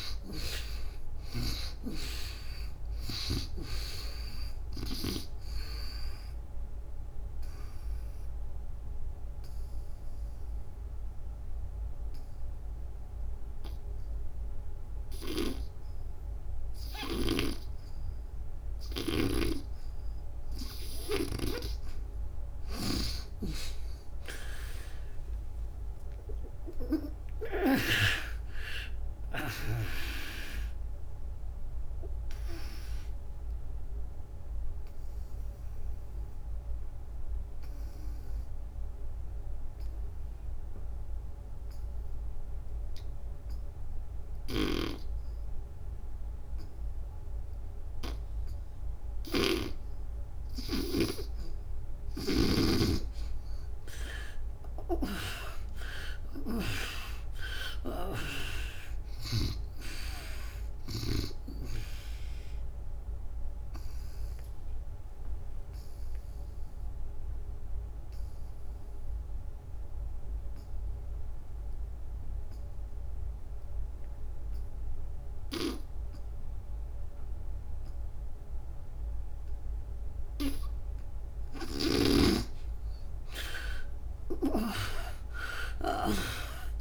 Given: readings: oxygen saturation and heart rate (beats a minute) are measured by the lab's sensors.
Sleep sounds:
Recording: breathing in sleep by a room microphone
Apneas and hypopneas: 3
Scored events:
0.00-3.00 s: snoring (device-marked)
0.00-3.50 s: arousal
0.00-18.00 s: oxygen desaturation (device-marked, oxygen 82% lowest, heart rate 62 extreme)
6.50-19.50 s: obstructive apnea (oxygen 96% before, 78% lowest, heart rate 77 before, 62 extreme, up 41 after)
18.50-27.50 s: snoring (device-marked)
20.00-48.00 s: oxygen desaturation (device-marked, oxygen 94% before, 80% lowest, heart rate 83 before, 64 extreme)
23.50-27.50 s: arousal
32.00-49.50 s: obstructive apnea (oxygen 94% before, 76% lowest, heart rate 81 before, 64 extreme, up 23 after)
50.00-56.50 s: snoring (device-marked)
50.00-72.00 s: oxygen desaturation (device-marked, oxygen 97% before, 78% lowest, heart rate 74 before, 64 extreme)
55.50-59.50 s: arousal
63.00-80.50 s: obstructive apnea (oxygen 97% before, 76% lowest, heart rate 78 before, 64 extreme, up 36 after)
78.00-86.81 s: oxygen desaturation (device-marked, oxygen 96% before, 76% lowest, heart rate 82 before, 64 extreme)
84.00-86.81 s: arousal
From the record:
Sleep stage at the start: N2 (light sleep)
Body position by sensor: on the back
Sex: female

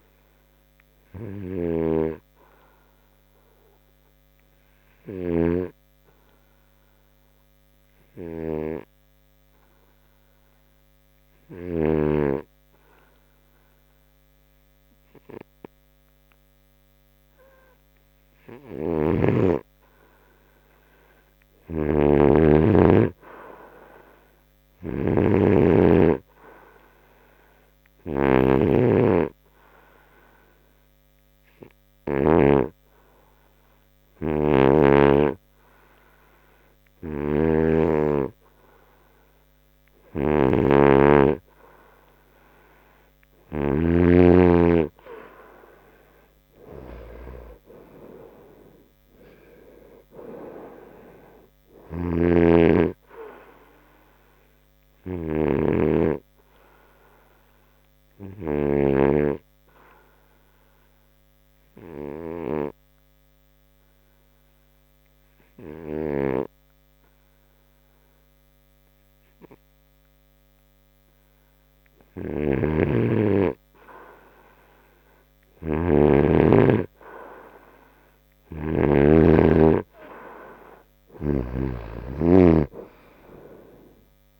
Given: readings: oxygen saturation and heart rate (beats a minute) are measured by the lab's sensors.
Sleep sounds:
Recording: breathing in sleep by a microphone on the trachea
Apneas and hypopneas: 3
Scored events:
5.00-19.50 s: hypopnea (oxygen 93% before, 89% lowest, heart rate 84 before, 66 extreme, up 3 after)
21.50-25.00 s: arousal
22.50-26.00 s: snoring (device-marked)
29.50-41.50 s: hypopnea (oxygen 96% before, 89% lowest, heart rate 73 before, 65 extreme, up 10 after)
45.00-69.00 s: oxygen desaturation (device-marked, oxygen 95% before, 89% lowest, heart rate 72 before, 65 extreme)
46.00-49.50 s: arousal
59.50-72.00 s: obstructive apnea (oxygen 95% before, 89% lowest, heart rate 75 before, 67 extreme, up 3 after)
76.00-79.50 s: snoring (device-marked)
77.50-81.00 s: arousal
From the record:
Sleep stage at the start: N2 (light sleep)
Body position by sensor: on the right side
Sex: male

